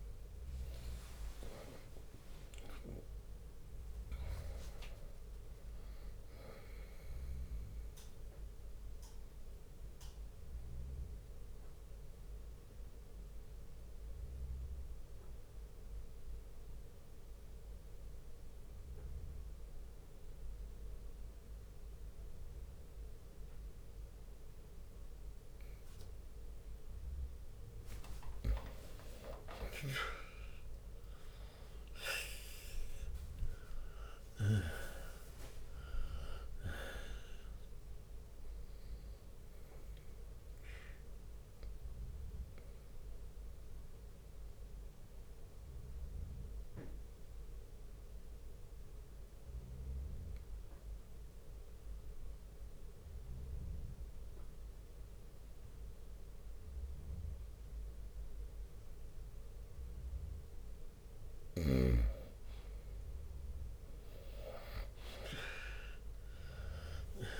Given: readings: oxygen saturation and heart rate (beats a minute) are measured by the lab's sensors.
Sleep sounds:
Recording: breathing in sleep by a room microphone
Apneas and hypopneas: 2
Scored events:
0.00-1.00 s: long interval between heartbeats (device-marked, heart rate 74 extreme)
0.00-11.50 s: drop in pulse transit time (device-marked, heart rate 69 extreme)
0.00-19.50 s: oxygen desaturation (device-marked, oxygen 91% lowest, heart rate 58 extreme)
2.00-4.00 s: long interval between heartbeats (device-marked, heart rate 64 before, 71 extreme)
6.00-8.00 s: long interval between heartbeats (device-marked, heart rate 66 before, 72 extreme)
7.00-27.00 s: obstructive apnea (oxygen 97% before, 90% lowest, heart rate 67 before, 58 extreme, up 32 after)
16.50-23.50 s: bradycardia (device-marked, heart rate 63 before, 59 extreme)
28.00-30.00 s: long interval between heartbeats (device-marked, heart rate 63 before, 86 extreme)
28.50-32.50 s: arousal
28.50-44.50 s: drop in pulse transit time (device-marked, heart rate 63 before, 64 extreme)
37.50-56.50 s: oxygen desaturation (device-marked, oxygen 98% before, 92% lowest, heart rate 70 before, 61 extreme)
43.00-60.00 s: obstructive apnea (oxygen 98% before, 90% lowest, heart rate 72 before, 61 extreme, up 6 after)
62.50-67.40 s: arousal
64.50-67.40 s: drop in pulse transit time (device-marked, heart rate 61 before, 62 extreme)
From the record:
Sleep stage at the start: N2 (light sleep)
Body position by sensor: on the right side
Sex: male

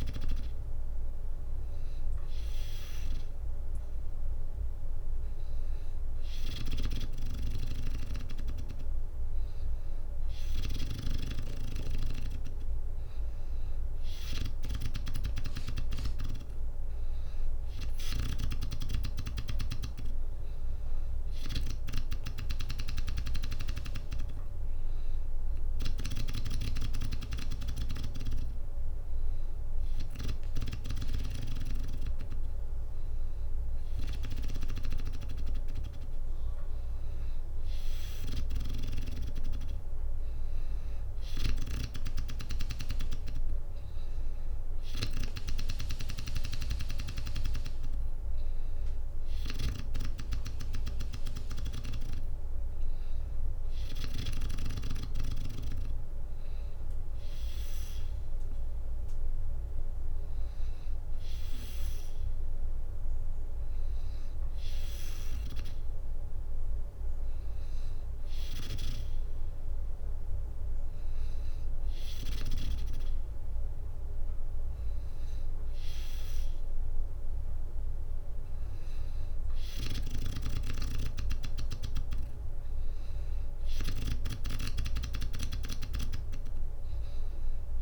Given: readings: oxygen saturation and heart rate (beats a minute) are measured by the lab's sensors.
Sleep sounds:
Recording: breathing in sleep by a room microphone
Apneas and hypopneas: none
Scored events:
none scored
From the record:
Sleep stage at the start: N2 (light sleep)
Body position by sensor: on the back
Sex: female

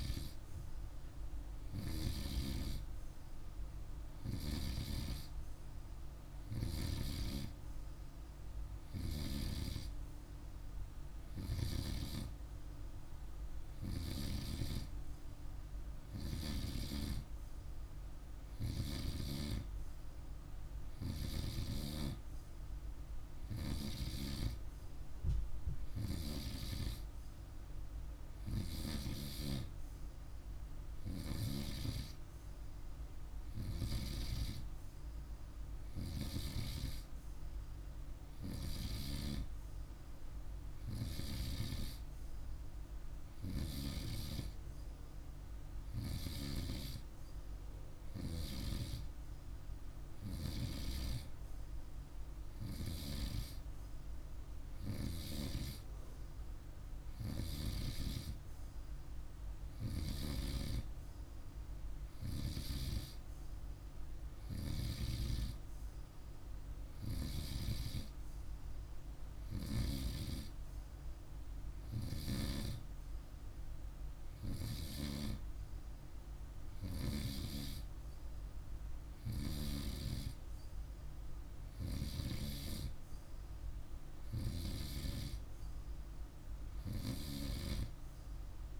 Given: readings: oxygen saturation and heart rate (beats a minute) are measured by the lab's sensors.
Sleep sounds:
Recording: breathing in sleep by a room microphone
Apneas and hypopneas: none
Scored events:
none scored
From the record:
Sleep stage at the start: N2 (light sleep)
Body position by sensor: on the right side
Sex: male

